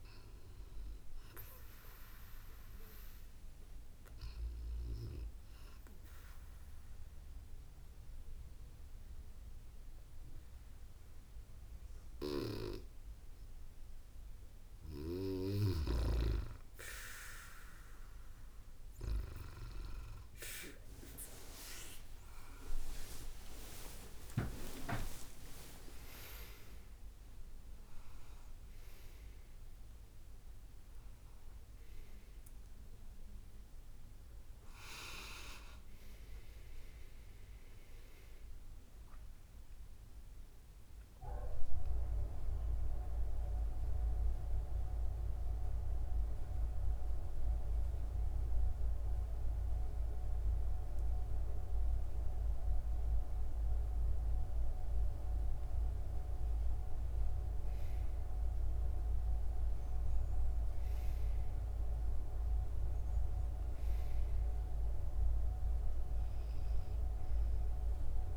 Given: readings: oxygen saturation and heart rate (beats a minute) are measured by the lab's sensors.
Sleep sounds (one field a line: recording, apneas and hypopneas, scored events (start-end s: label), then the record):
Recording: breathing in sleep by a room microphone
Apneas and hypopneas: 2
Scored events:
4.00-15.00 s: obstructive apnea (oxygen 97% before, 94% lowest, heart rate 65 before, 66 extreme, up 9 after)
21.00-26.00 s: arousal
44.50-56.00 s: central apnea (oxygen 97% before, 95% lowest, heart rate 91 before, 58 extreme, up 11 after)
48.00-53.00 s: bradycardia (device-marked, heart rate 70 before, 58 extreme)
58.50-62.00 s: arousal
From the record:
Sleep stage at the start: N2 (light sleep)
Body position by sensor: on the back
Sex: female